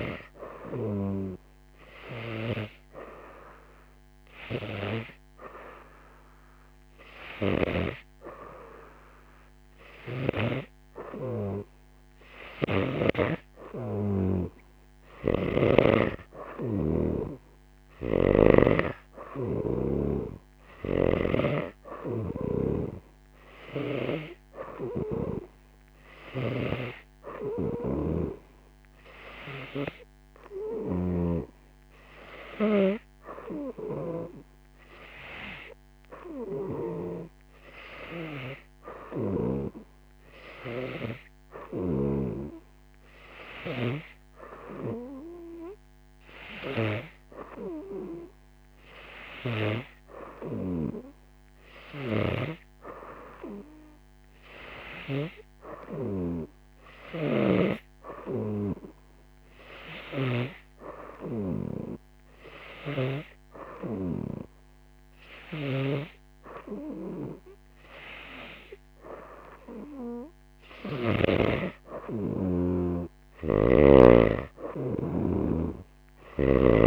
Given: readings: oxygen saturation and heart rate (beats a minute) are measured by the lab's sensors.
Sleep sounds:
breathing in sleep by a microphone on the trachea; none
15.00-31.00 s: snoring (device-marked)
39.00-44.00 s: snoring (device-marked)
52.00-60.50 s: snoring (device-marked)
62.50-71.50 s: snoring (device-marked)
From the record:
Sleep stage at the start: N2 (light sleep); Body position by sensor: on the right side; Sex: female

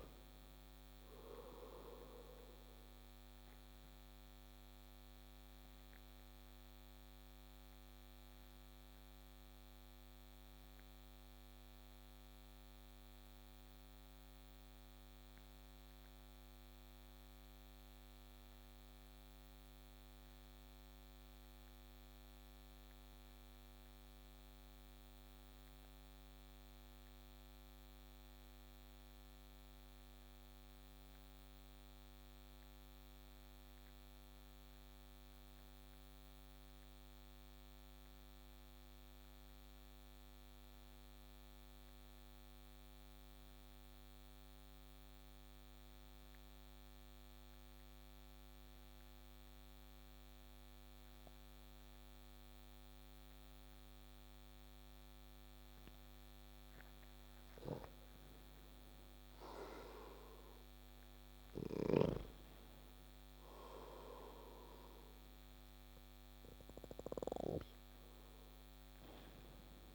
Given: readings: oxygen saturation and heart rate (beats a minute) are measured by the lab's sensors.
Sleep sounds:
breathing in sleep by a microphone on the trachea; 1
4.00-55.00 s: obstructive apnea (oxygen 97% before, 89% lowest)
57.00-60.00 s: arousal
From the record:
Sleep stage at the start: N2 (light sleep); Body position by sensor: on the back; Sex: male

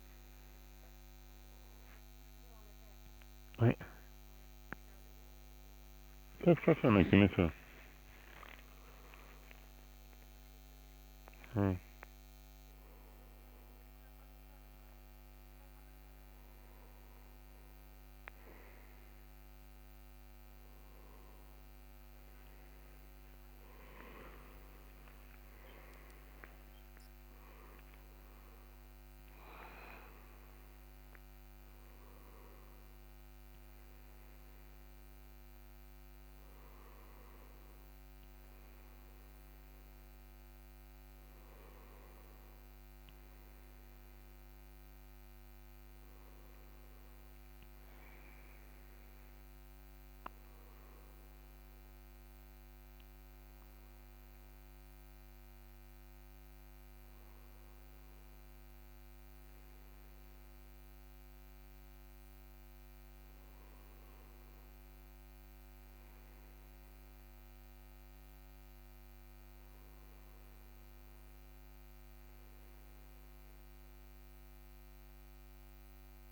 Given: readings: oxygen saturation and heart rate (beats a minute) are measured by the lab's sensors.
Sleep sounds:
breathing in sleep, hard to hear, by a microphone on the trachea; none
6.00-10.50 s: arousal
15.50-76.32 s: new sleep stage, N2 (light sleep)
From the record:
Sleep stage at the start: N1 (lightest sleep); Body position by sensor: on the right side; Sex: male

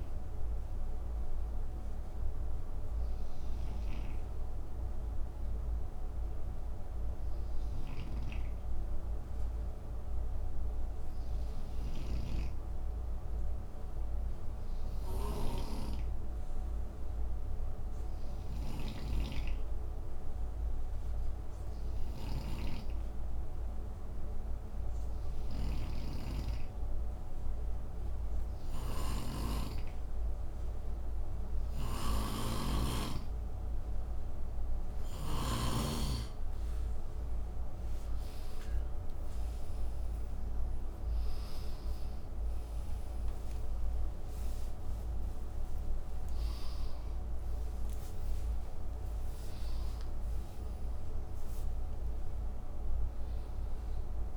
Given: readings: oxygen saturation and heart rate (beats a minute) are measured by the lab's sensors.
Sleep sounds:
breathing in sleep by a room microphone; 1
0.00-35.00 s: snoring (device-marked)
17.50-31.50 s: hypopnea (oxygen 95% before, 91% lowest, heart rate 58 before, 54 extreme, up 9 after)
44.50-54.37 s: new sleep stage, awake
From the record:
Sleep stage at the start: N2 (light sleep); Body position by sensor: on the right side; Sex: male

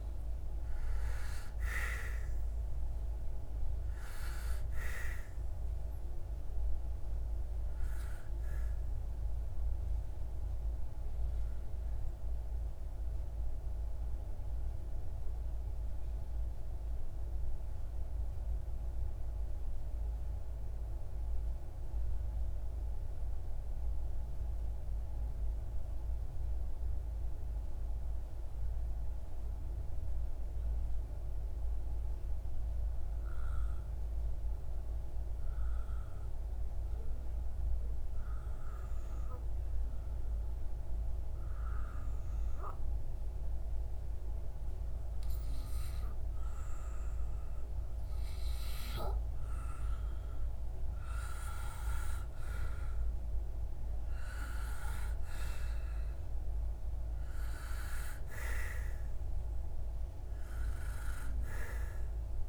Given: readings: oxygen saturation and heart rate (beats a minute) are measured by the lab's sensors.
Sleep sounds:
breathing in sleep by a room microphone; 1
0.00-17.50 s: oxygen desaturation (device-marked, oxygen 89% lowest)
8.00-47.50 s: obstructive apnea (oxygen 96% before, 89% lowest)
39.50-62.49 s: oxygen desaturation (device-marked, oxygen 97% before, 92% lowest)
50.50-53.50 s: arousal
From the record:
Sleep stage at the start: N2 (light sleep); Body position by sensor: on the back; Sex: male

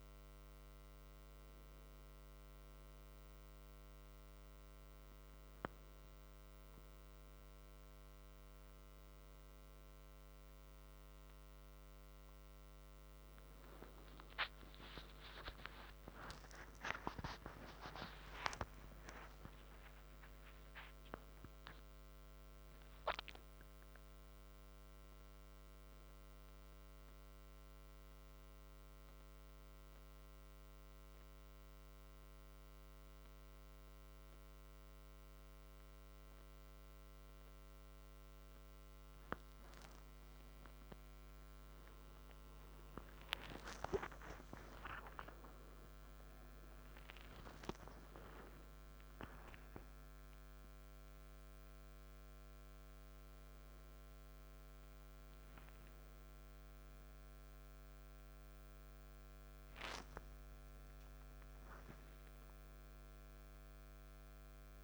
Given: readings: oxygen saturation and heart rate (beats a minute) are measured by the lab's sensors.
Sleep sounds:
a person awake in a sleep study, by a microphone on the trachea; none
none scored
From the record:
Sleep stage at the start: awake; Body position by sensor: on the back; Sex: male

